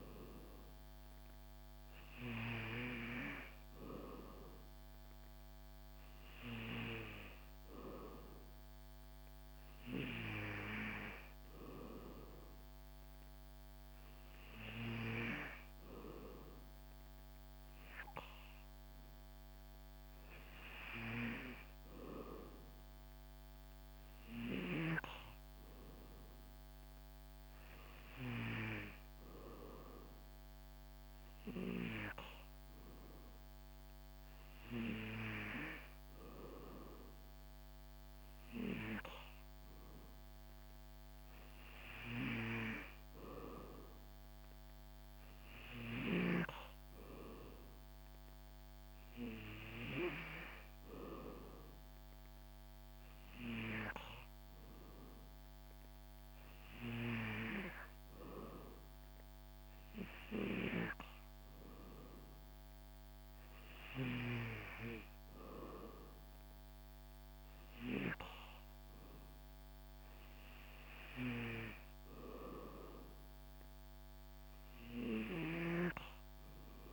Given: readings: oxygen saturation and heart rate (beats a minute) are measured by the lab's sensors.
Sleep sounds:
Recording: breathing in sleep by a microphone on the trachea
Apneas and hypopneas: none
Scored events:
none scored
From the record:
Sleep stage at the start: N2 (light sleep)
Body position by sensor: on the back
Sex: male

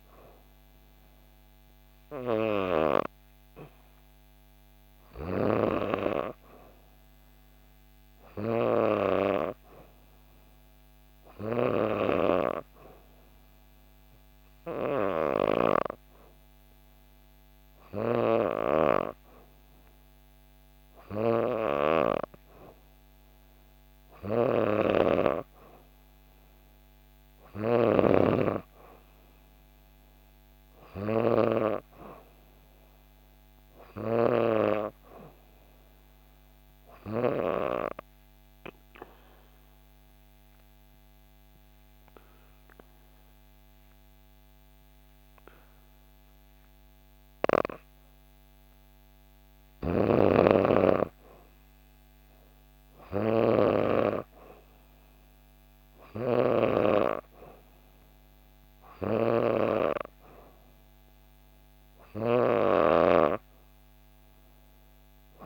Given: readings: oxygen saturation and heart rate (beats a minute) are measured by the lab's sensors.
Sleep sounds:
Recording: breathing in sleep by a microphone on the trachea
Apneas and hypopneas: 1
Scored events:
0.00-1.50 s: oxygen desaturation (device-marked, oxygen 91% lowest, heart rate 64 extreme)
14.50-18.50 s: snoring (device-marked)
27.00-34.00 s: snoring (device-marked)
38.00-49.50 s: obstructive apnea (oxygen 94% before, 90% lowest, heart rate 64 before, 63 extreme, up 0 after)
49.50-62.00 s: snoring (device-marked)
51.00-54.00 s: arousal
58.50-65.46 s: oxygen desaturation (device-marked, oxygen 94% before, 90% lowest, heart rate 65 before, 63 extreme)
From the record:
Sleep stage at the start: N2 (light sleep)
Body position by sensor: on the back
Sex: female

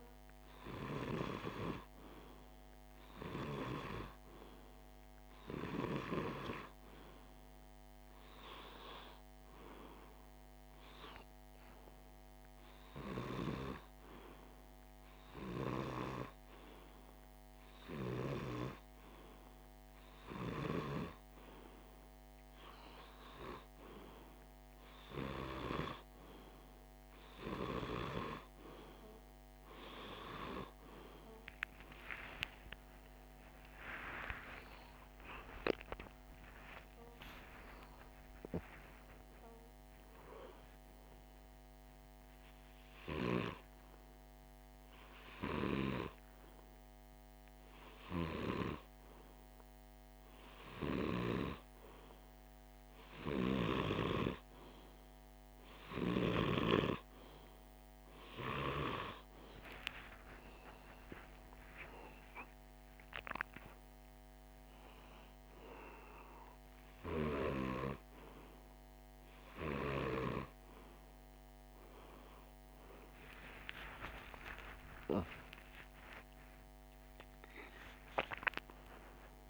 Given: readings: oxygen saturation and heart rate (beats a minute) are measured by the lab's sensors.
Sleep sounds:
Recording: a person awake in a sleep study, by a microphone on the trachea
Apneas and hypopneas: none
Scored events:
36.00-79.50 s: new sleep stage, awake
From the record:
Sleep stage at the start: N2 (light sleep)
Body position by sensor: on the left side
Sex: male

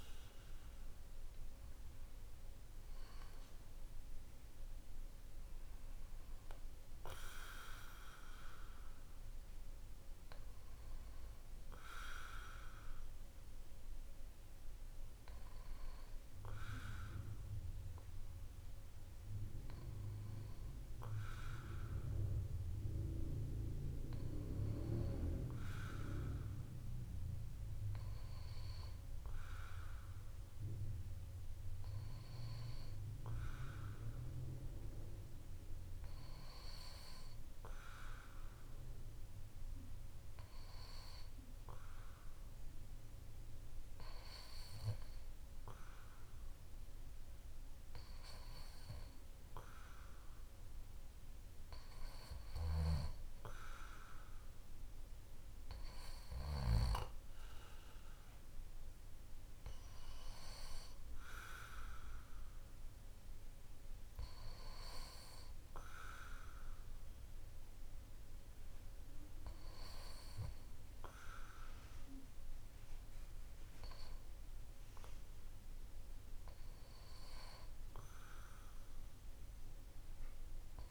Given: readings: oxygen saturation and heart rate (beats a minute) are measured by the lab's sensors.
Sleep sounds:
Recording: breathing in sleep by a room microphone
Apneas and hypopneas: none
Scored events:
0.00-1.00 s: arousal
From the record:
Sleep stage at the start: N2 (light sleep)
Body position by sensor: on the back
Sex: male

